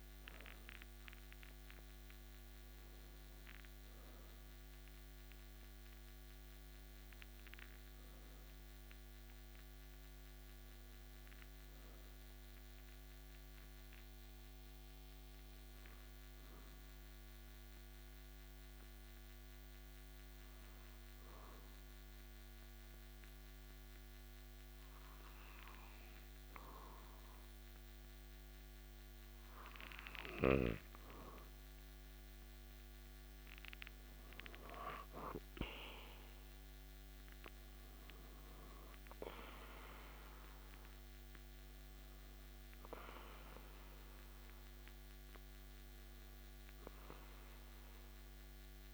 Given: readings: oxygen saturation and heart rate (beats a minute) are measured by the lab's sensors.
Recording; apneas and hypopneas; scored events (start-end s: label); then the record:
breathing in sleep by a microphone on the trachea; 1
16.00-31.00 s: obstructive apnea (oxygen 97% before, 95% lowest)
34.50-38.00 s: arousal
From the record:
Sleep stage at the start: N2 (light sleep); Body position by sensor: on the back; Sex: male